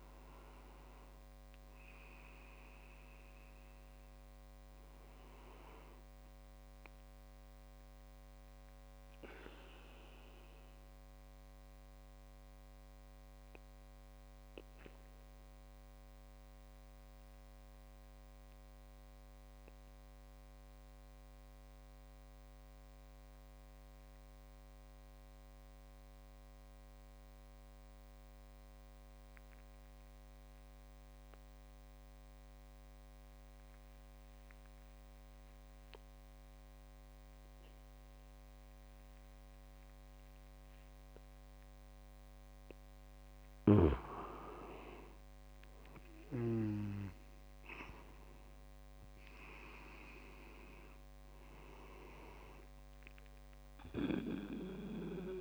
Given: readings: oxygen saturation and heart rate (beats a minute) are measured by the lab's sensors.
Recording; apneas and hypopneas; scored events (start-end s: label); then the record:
breathing in sleep by a microphone on the trachea; 1
0.00-17.50 s: oxygen desaturation (device-marked, oxygen 88% lowest)
7.50-43.00 s: obstructive apnea (oxygen 97% before, 89% lowest)
31.50-32.50 s: leg movement (device-marked)
38.50-55.41 s: oxygen desaturation (device-marked, oxygen 98% before, 89% lowest)
46.00-50.50 s: arousal
From the record:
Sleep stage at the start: N2 (light sleep); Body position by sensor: on the back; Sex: male